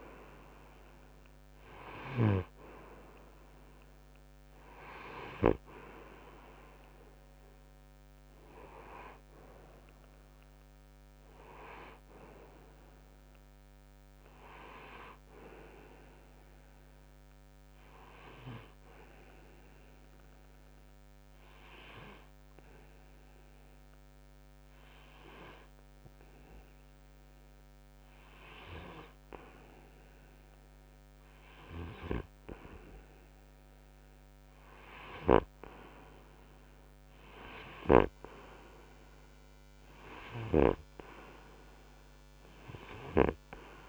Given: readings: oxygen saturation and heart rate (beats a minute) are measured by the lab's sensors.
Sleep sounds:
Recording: breathing in sleep by a microphone on the trachea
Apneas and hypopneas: 1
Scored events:
8.50-12.00 s: arousal
19.00-34.00 s: hypopnea (oxygen 93% before, 91% lowest, heart rate 65 before, 63 extreme, up 5 after)
38.00-42.00 s: arousal
From the record:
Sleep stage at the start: N2 (light sleep)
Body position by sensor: on the front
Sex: male

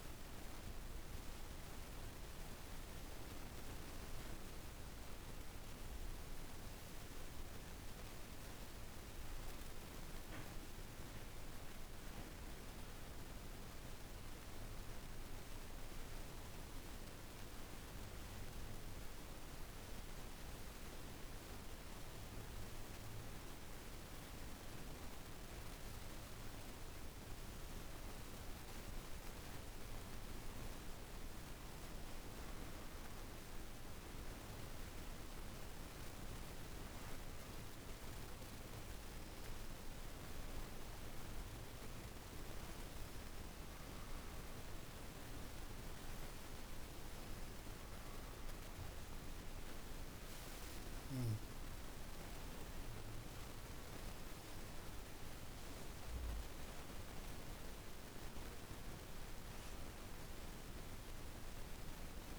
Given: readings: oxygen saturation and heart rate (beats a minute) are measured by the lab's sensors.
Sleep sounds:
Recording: breathing in sleep, hard to hear, by a room microphone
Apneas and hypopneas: 1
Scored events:
0.00-7.00 s: oxygen desaturation (device-marked, oxygen 92% lowest, heart rate 49 extreme)
13.50-25.50 s: obstructive apnea (oxygen 99% before, 91% lowest, heart rate 63 before, 50 extreme, up 5 after)
29.00-33.00 s: arousal
34.00-57.00 s: oxygen desaturation (device-marked, oxygen 97% before, 91% lowest, heart rate 52 before, 51 extreme)
From the record:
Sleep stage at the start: N2 (light sleep)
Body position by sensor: on the back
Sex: female

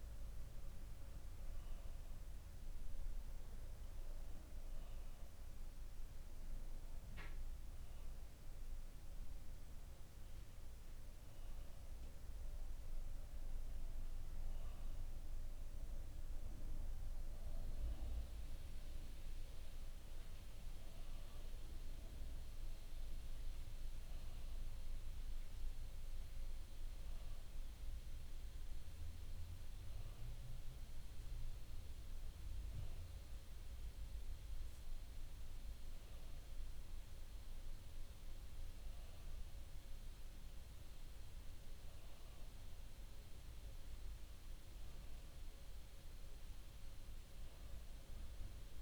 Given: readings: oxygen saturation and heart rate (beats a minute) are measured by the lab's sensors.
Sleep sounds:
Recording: breathing in sleep, hard to hear, by a room microphone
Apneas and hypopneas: none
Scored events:
none scored
From the record:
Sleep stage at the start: N2 (light sleep)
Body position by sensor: on the back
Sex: male

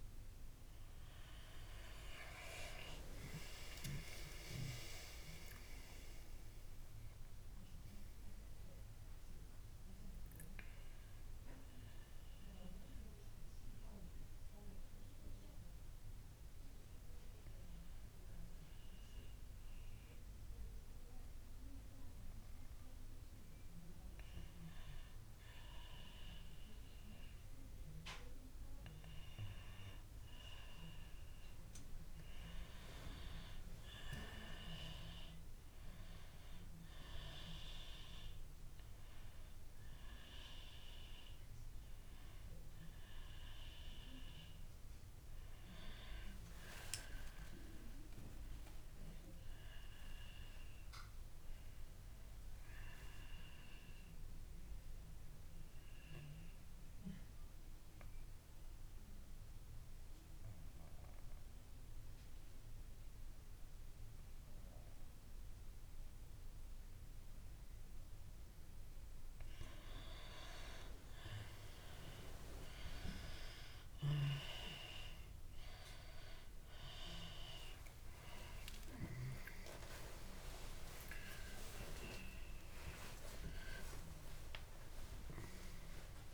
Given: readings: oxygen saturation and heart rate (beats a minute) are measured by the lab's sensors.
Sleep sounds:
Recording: a person partly awake in a sleep study, by a room microphone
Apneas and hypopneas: 2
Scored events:
2.50-7.00 s: arousal
13.00-31.50 s: hypopnea (oxygen 96% before, 92% lowest)
34.50-38.00 s: arousal
39.00-59.00 s: oxygen desaturation (device-marked, oxygen 97% before, 92% lowest)
54.00-70.00 s: mixed apnea (oxygen 97% before, 91% lowest)
60.00-86.34 s: new sleep stage, awake
78.00-86.34 s: oxygen desaturation (device-marked, oxygen 95% before, 92% lowest)
From the record:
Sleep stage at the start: N1 (lightest sleep)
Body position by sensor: on the back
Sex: female

